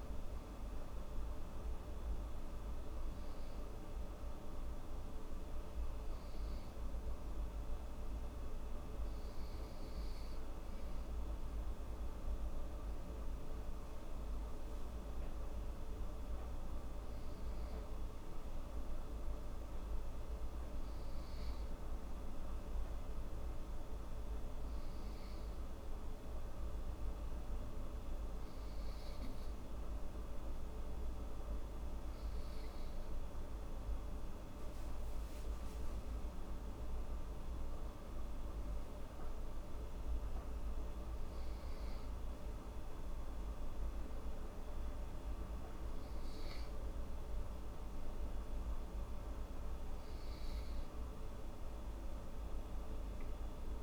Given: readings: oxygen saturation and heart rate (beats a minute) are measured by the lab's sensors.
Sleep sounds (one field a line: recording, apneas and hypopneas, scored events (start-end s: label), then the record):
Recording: breathing in sleep, hard to hear, by a room microphone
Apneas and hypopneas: 1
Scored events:
14.00-17.00 s: arousal
20.50-33.00 s: hypopnea (oxygen 95% before, 92% lowest, heart rate 82 before, 74 extreme, up 8 after)
35.00-38.50 s: arousal
From the record:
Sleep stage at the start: N2 (light sleep)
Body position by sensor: on the right side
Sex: female